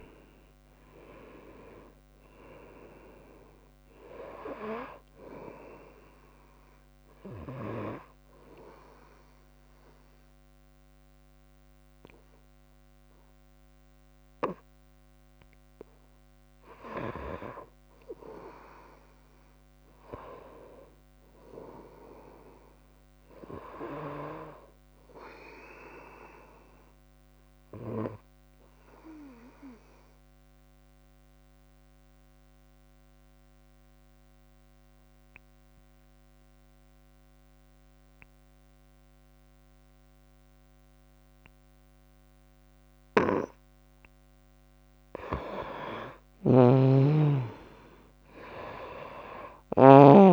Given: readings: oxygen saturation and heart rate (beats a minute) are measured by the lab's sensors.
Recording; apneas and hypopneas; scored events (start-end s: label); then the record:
breathing in sleep by a microphone on the trachea; 2
0.00-20.00 s: oxygen desaturation (device-marked, oxygen 85% lowest, heart rate 60 extreme)
8.00-18.00 s: obstructive apnea (oxygen 99% before, 86% lowest, heart rate 74 before, 63 extreme, up 6 after)
12.50-14.50 s: long interval between heartbeats (device-marked, heart rate 73 before, 66 extreme)
20.00-25.00 s: arousal
28.00-45.50 s: obstructive apnea (oxygen 98% before, 85% lowest, heart rate 65 before, 63 extreme, up 8 after)
46.00-50.33 s: oxygen desaturation (device-marked, oxygen 96% before, 90% lowest, heart rate 65 before, 63 extreme)
46.50-50.33 s: snoring (device-marked)
47.50-50.33 s: arousal
From the record:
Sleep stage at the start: N2 (light sleep); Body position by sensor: on the right side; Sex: female